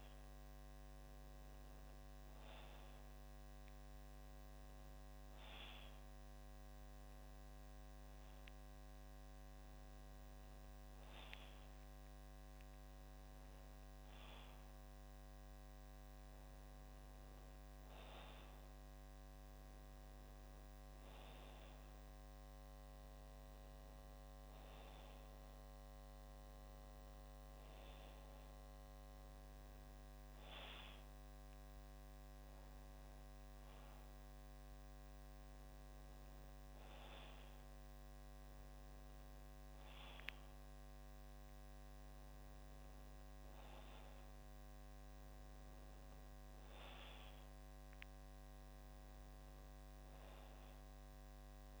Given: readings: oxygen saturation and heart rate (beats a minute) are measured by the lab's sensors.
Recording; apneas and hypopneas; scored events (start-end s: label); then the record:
breathing in sleep, hard to hear, by a microphone on the trachea; none
none scored
From the record:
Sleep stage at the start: N2 (light sleep); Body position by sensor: on the back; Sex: male